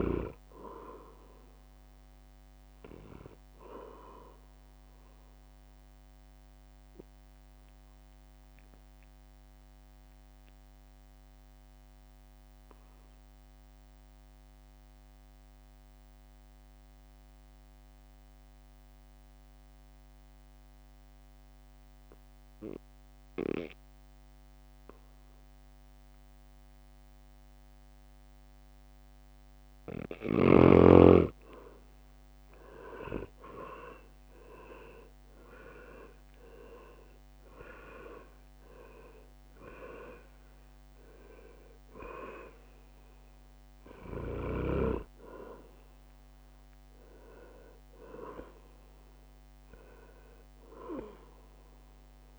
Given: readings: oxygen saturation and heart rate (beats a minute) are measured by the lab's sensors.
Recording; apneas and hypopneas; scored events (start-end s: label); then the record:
breathing in sleep by a microphone on the trachea; 1
0.00-1.00 s: drop in pulse transit time (device-marked, heart rate 66 extreme)
0.00-12.00 s: oxygen desaturation (device-marked, oxygen 93% lowest, heart rate 59 extreme)
6.00-29.50 s: obstructive apnea (oxygen 100% before, 91% lowest, heart rate 68 before, 59 extreme, up 13 after)
32.00-36.00 s: arousal
32.00-52.00 s: drop in pulse transit time (device-marked, heart rate 62 before, 64 extreme)
33.00-52.39 s: oxygen desaturation (device-marked, oxygen 99% before, 91% lowest, heart rate 62 before, 61 extreme)
From the record:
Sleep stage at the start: N2 (light sleep); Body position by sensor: on the back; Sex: male